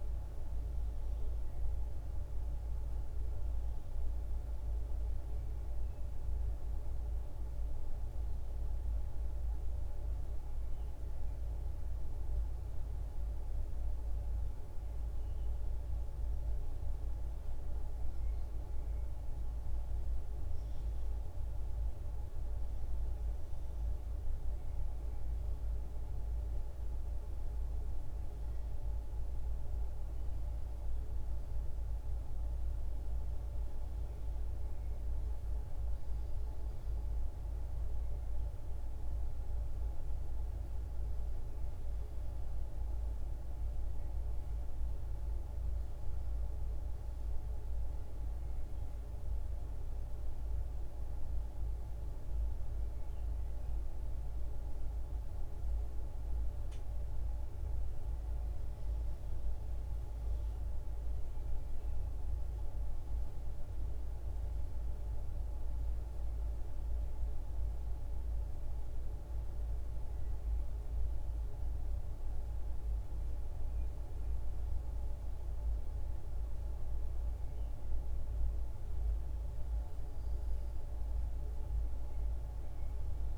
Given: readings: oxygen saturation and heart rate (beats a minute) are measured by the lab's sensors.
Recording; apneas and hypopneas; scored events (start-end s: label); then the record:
breathing in sleep, hard to hear, by a room microphone; none
65.50-83.37 s: new sleep stage, N2 (light sleep)
From the record:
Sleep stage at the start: N1 (lightest sleep); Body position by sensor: on the back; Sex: female